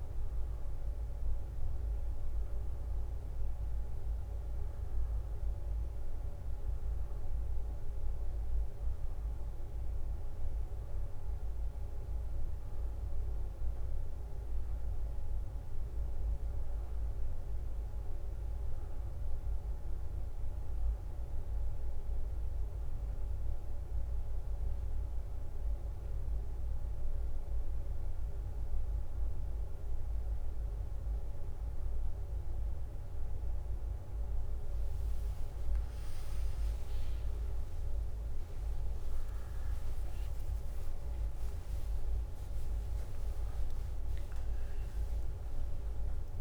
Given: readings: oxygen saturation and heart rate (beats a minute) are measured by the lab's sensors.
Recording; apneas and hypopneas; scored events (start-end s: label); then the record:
a person awake in a sleep study, hard to hear, by a room microphone; none
30.50-39.50 s: leg movement (device-marked)
39.50-46.41 s: drop in pulse transit time (device-marked, heart rate 67 before, 66 extreme)
43.00-46.41 s: leg movement (device-marked)
From the record:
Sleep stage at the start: awake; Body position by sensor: on the back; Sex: female